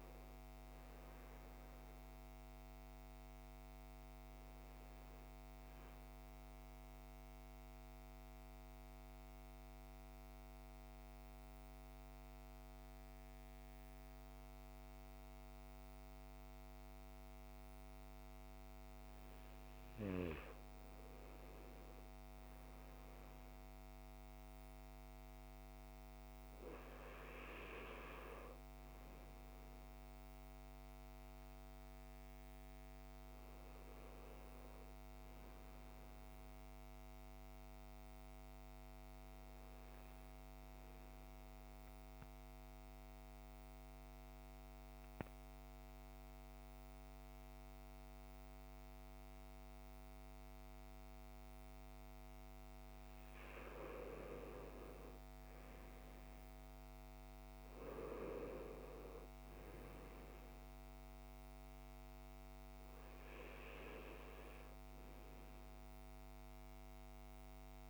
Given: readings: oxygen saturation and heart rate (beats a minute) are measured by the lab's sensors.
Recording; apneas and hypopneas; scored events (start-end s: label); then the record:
breathing in sleep by a microphone on the trachea; 2
0.00-13.50 s: oxygen desaturation (device-marked, oxygen 90% lowest, heart rate 55 extreme)
5.50-19.50 s: mixed apnea (oxygen 99% before, 90% lowest, heart rate 59 before, 53 extreme, up 2 after)
21.00-25.00 s: arousal
25.50-40.50 s: oxygen desaturation (device-marked, oxygen 99% before, 92% lowest, heart rate 57 before, 52 extreme)
40.50-53.00 s: obstructive apnea (oxygen 99% before, 90% lowest, heart rate 57 before, 53 extreme, up 8 after)
53.50-56.50 s: arousal
60.50-67.90 s: oxygen desaturation (device-marked, oxygen 97% before, 90% lowest, heart rate 56 before, 55 extreme)
From the record:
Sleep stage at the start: N2 (light sleep); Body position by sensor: on the back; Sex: male